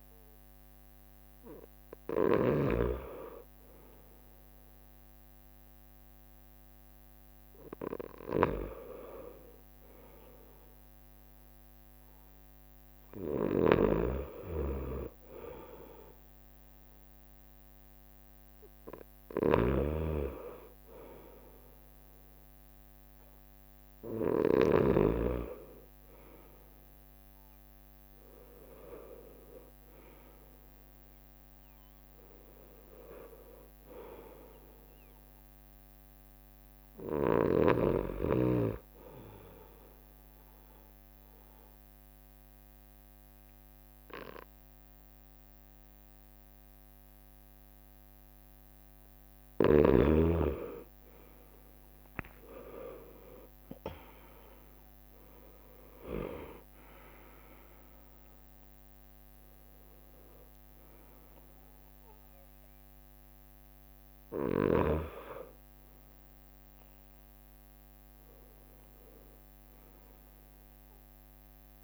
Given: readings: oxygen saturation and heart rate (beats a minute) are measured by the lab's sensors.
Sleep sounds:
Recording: breathing in sleep by a microphone on the trachea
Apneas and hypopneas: 1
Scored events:
7.00-13.50 s: leg movement (device-marked)
13.50-25.00 s: snoring (device-marked)
16.00-21.00 s: leg movement (device-marked)
25.00-26.50 s: leg movement (device-marked)
27.50-31.00 s: leg movement (device-marked)
40.00-51.00 s: mixed apnea (oxygen 96% before, 92% lowest, heart rate 68 before, 65 extreme, up 8 after)
42.50-48.50 s: leg movement (device-marked)
49.50-58.00 s: leg movement (device-marked)
53.50-59.00 s: arousal
55.00-68.00 s: oxygen desaturation (device-marked, oxygen 96% before, 92% lowest, heart rate 67 before, 66 extreme)
56.00-69.00 s: drop in pulse transit time (device-marked, heart rate 67 before, 67 extreme)
59.50-62.50 s: leg movement (device-marked)
63.50-71.50 s: leg movement (device-marked)
From the record:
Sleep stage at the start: N2 (light sleep)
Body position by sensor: on the right side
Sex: male

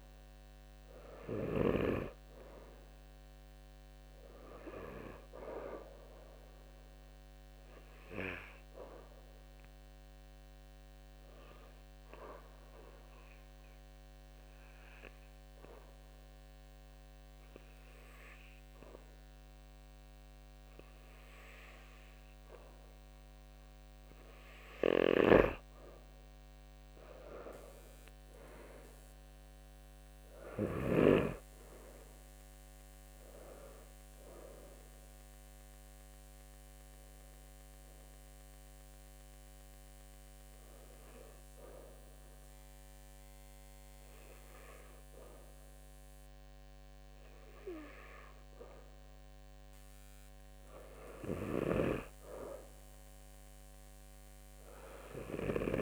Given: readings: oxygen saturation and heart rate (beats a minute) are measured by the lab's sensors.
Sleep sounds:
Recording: breathing in sleep by a microphone on the trachea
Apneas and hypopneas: 1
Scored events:
9.50-24.00 s: obstructive apnea (oxygen 95% before, 92% lowest, heart rate 73 before, 70 extreme, up 4 after)
27.50-31.00 s: arousal
From the record:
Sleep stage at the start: N2 (light sleep)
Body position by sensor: on the back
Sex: male

